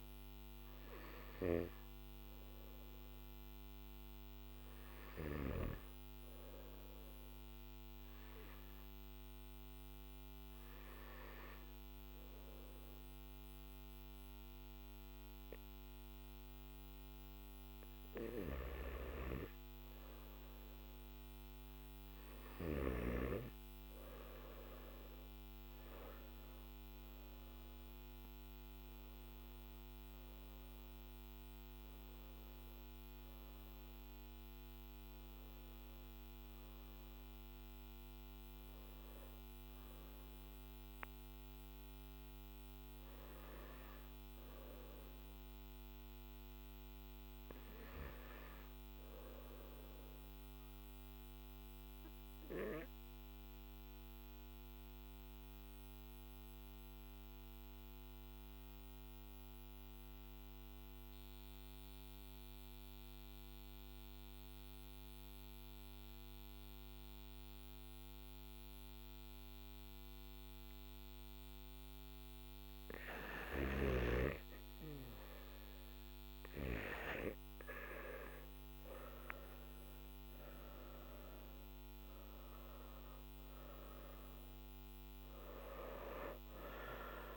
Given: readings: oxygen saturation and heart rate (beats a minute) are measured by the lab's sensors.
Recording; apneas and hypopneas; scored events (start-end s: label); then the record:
breathing in sleep by a microphone on the trachea; 2
3.50-17.00 s: obstructive apnea (oxygen 96% before, 93% lowest, heart rate 56 before, 49 extreme, up 8 after)
20.50-87.37 s: new sleep stage, N1 (lightest sleep)
51.50-71.00 s: mixed apnea (oxygen 96% before, 94% lowest, heart rate 51 before, 47 extreme, up 2 after)
From the record:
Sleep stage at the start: N2 (light sleep); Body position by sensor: on the back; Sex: male